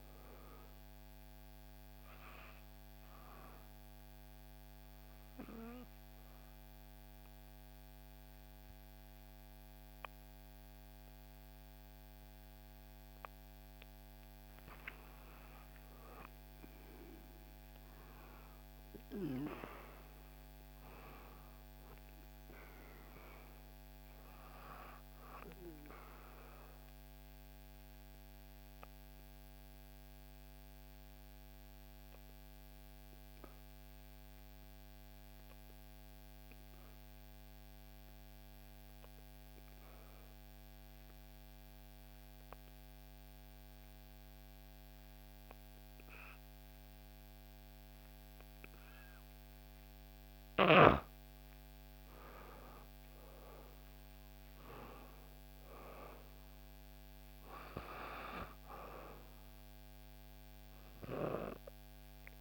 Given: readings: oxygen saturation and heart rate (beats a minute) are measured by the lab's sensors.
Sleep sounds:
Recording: breathing in sleep by a microphone on the trachea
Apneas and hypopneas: 2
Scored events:
3.50-14.00 s: obstructive apnea (oxygen 97% before, 87% lowest, heart rate 63 before, 59 extreme, up 4 after)
15.00-20.00 s: arousal
23.50-36.50 s: oxygen desaturation (device-marked, oxygen 96% before, 92% lowest, heart rate 61 before, 59 extreme)
26.50-50.00 s: obstructive apnea (oxygen 96% before, 87% lowest, heart rate 61 before, 59 extreme, up 3 after)
49.50-62.41 s: oxygen desaturation (device-marked, oxygen 96% before, 87% lowest, heart rate 60 before, 58 extreme)
52.50-56.00 s: arousal
From the record:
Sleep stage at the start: N2 (light sleep)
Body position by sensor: on the back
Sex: female

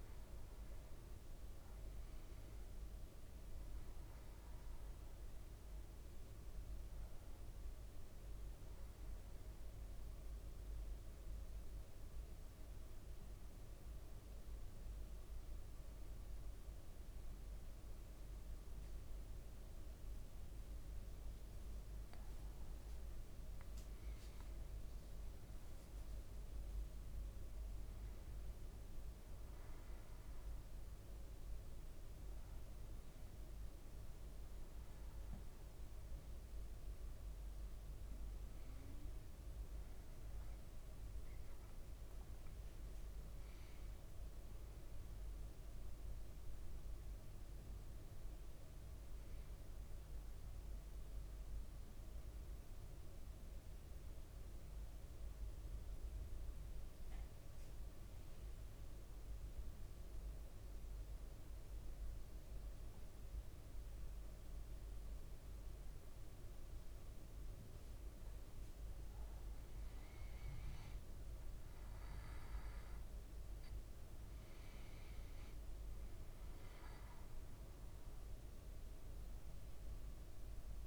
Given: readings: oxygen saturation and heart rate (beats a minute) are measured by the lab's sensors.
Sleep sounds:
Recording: breathing in sleep, hard to hear, by a room microphone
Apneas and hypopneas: 2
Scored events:
0.00-18.00 s: oxygen desaturation (device-marked, oxygen 94% lowest, heart rate 53 extreme)
9.00-22.50 s: central apnea (oxygen 98% before, 94% lowest, heart rate 56 before, 53 extreme, up 6 after)
26.00-29.50 s: arousal
51.50-67.00 s: central apnea (oxygen 99% before, 94% lowest, heart rate 56 before, 53 extreme, up 3 after)
68.50-72.50 s: arousal
73.00-80.87 s: oxygen desaturation (device-marked, oxygen 98% before, 94% lowest, heart rate 55 before, 53 extreme)
From the record:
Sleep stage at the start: N2 (light sleep)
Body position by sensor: on the back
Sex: male

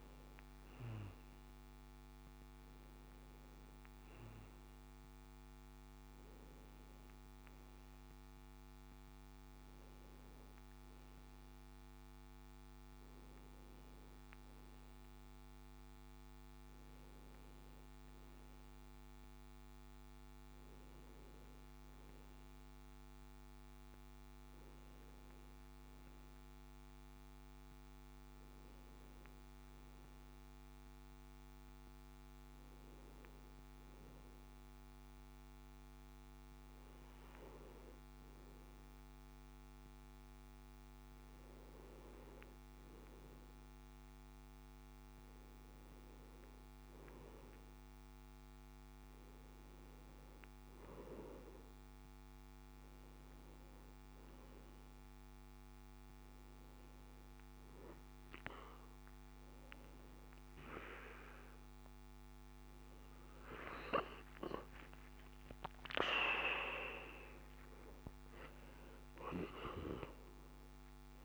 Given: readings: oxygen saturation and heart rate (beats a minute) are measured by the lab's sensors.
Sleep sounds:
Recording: breathing in sleep by a microphone on the trachea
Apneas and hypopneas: none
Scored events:
63.00-67.50 s: arousal
From the record:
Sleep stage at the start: N1 (lightest sleep)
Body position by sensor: on the back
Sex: male

